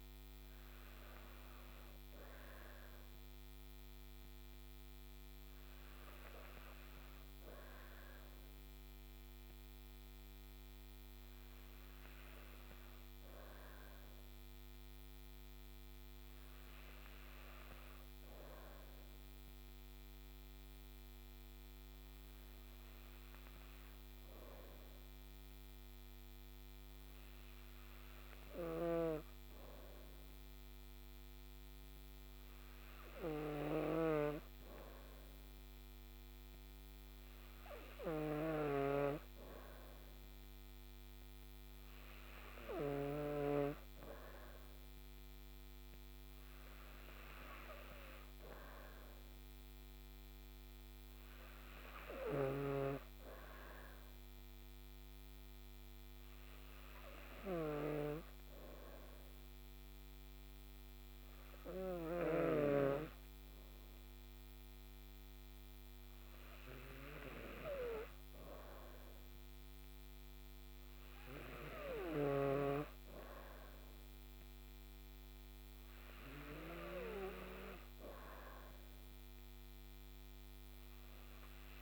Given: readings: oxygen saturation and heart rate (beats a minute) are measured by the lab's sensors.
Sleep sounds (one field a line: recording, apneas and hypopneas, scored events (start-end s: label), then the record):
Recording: breathing in sleep by a microphone on the trachea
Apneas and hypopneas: none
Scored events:
5.50-9.50 s: arousal
34.00-43.50 s: snoring (device-marked)
From the record:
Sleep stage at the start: N3 (deep sleep)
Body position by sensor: on the back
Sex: female